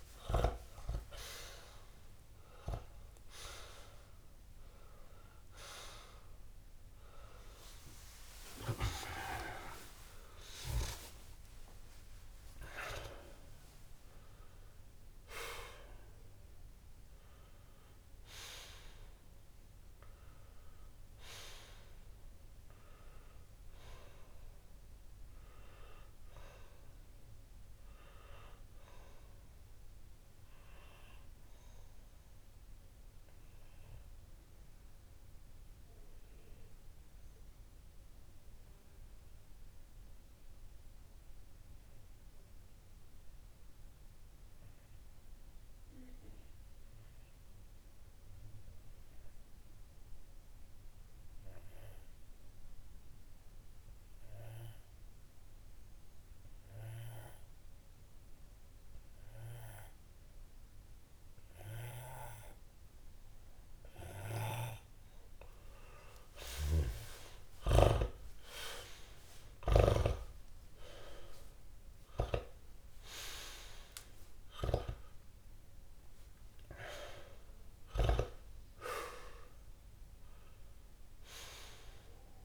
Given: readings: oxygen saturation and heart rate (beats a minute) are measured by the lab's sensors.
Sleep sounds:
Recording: breathing in sleep by a room microphone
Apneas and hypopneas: 1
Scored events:
7.00-11.00 s: arousal
9.50-11.50 s: long interval between heartbeats (device-marked)
33.00-63.50 s: obstructive apnea (oxygen 96% before, 94% lowest)
63.50-82.45 s: oxygen desaturation (device-marked, oxygen 99% before, 94% lowest)
65.50-70.00 s: arousal
70.50-72.50 s: long interval between heartbeats (device-marked)
81.00-82.45 s: long interval between heartbeats (device-marked)
From the record:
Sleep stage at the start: N2 (light sleep)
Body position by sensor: on the left side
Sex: male

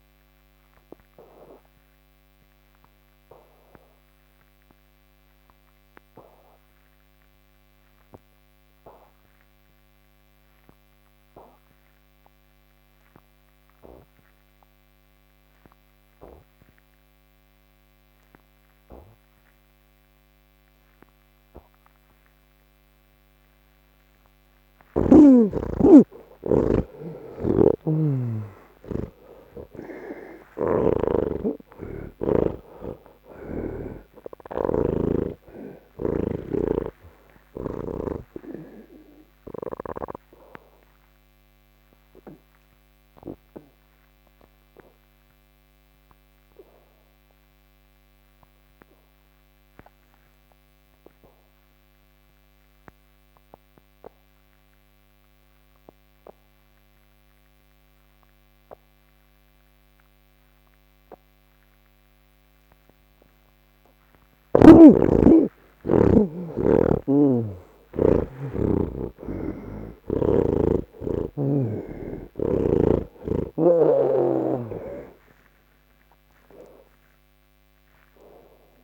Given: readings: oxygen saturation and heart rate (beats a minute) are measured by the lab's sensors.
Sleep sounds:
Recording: breathing in sleep by a microphone on the trachea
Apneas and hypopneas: none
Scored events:
0.00-14.50 s: oxygen desaturation (device-marked, oxygen 85% lowest)
27.00-33.50 s: snoring (device-marked)
70.50-78.84 s: oxygen desaturation (device-marked, oxygen 86% before, 78% lowest, heart rate 73 before, 70 extreme)
From the record:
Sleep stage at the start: N1 (lightest sleep)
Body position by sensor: on the back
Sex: male

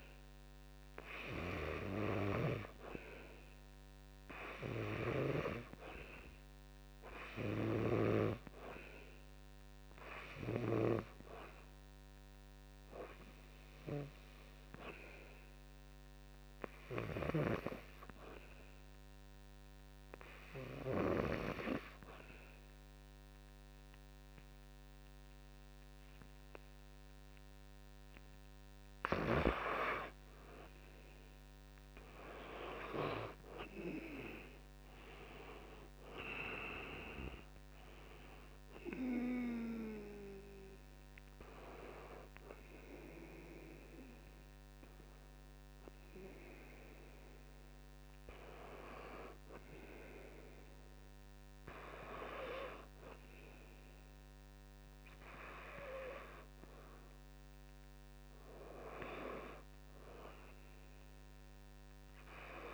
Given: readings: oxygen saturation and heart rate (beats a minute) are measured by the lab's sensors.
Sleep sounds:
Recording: breathing in sleep by a microphone on the trachea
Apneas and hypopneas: 1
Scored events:
1.50-5.00 s: arousal
5.50-23.50 s: oxygen desaturation (device-marked, oxygen 93% before, 85% lowest, heart rate 63 before, 61 extreme)
15.00-28.50 s: hypopnea (oxygen 93% before, 84% lowest, heart rate 64 before, 61 extreme, up 8 after)
31.00-35.00 s: arousal
36.50-60.50 s: oxygen desaturation (device-marked, oxygen 92% before, 84% lowest, heart rate 66 before, 58 extreme)
From the record:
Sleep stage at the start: N2 (light sleep)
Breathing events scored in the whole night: 109 in 4.7 hours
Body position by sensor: on the back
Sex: male

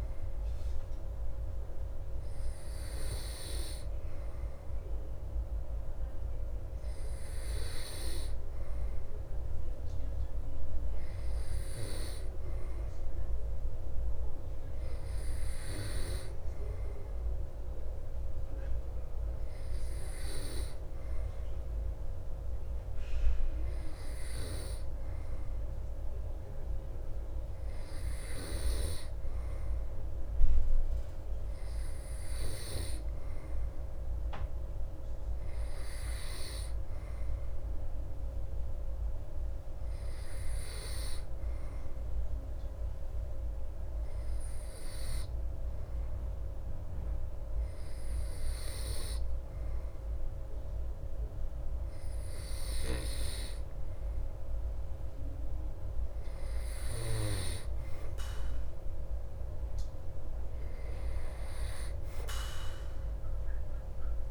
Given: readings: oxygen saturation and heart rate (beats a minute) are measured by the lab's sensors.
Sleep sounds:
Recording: breathing in sleep by a room microphone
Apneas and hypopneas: none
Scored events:
none scored
From the record:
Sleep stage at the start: N2 (light sleep)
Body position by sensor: on the back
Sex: male

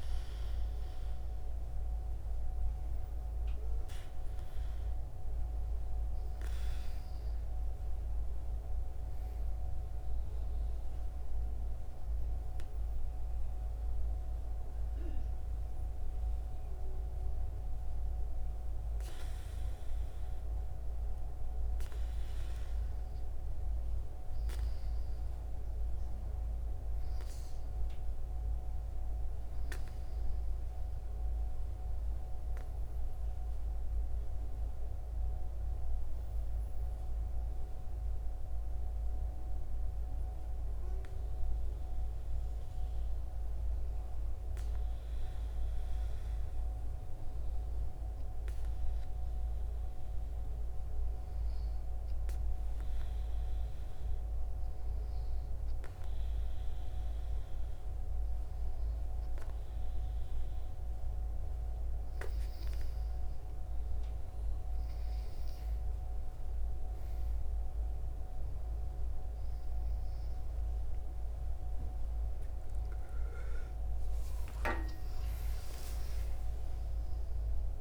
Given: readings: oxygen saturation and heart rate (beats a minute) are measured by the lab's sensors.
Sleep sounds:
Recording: breathing in sleep, hard to hear, by a room microphone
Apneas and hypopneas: 2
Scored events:
3.50-8.00 s: arousal
11.50-21.50 s: hypopnea (oxygen 98% before, 95% lowest, heart rate 76 before, 65 extreme, up 16 after)
23.50-28.00 s: arousal
35.00-46.00 s: hypopnea (oxygen 97% before, 95% lowest, heart rate 74 before, 69 extreme, up 0 after)
48.00-51.50 s: arousal
72.50-76.00 s: arousal
From the record:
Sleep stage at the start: N2 (light sleep)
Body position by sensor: on the back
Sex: female

